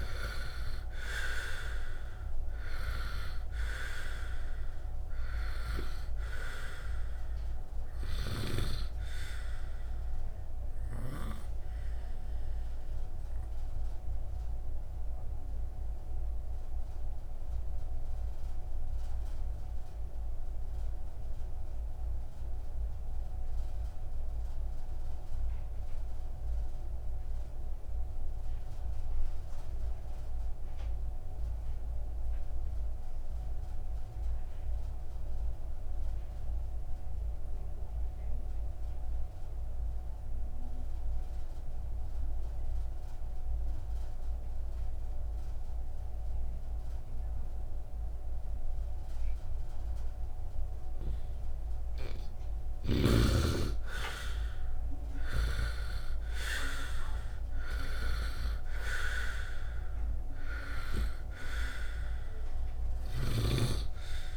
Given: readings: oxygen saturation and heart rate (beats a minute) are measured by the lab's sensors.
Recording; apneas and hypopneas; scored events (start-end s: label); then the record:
breathing in sleep by a room microphone; 1
0.00-29.00 s: oxygen desaturation (device-marked, oxygen 73% lowest, heart rate 50 extreme)
11.50-52.00 s: obstructive apnea (oxygen 96% before, 72% lowest, heart rate 58 before, 51 extreme, up 7 after)
37.00-64.37 s: oxygen desaturation (device-marked, oxygen 99% before, 72% lowest, heart rate 66 before, 51 extreme)
54.50-58.00 s: arousal
From the record:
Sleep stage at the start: N2 (light sleep); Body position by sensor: on the right side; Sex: male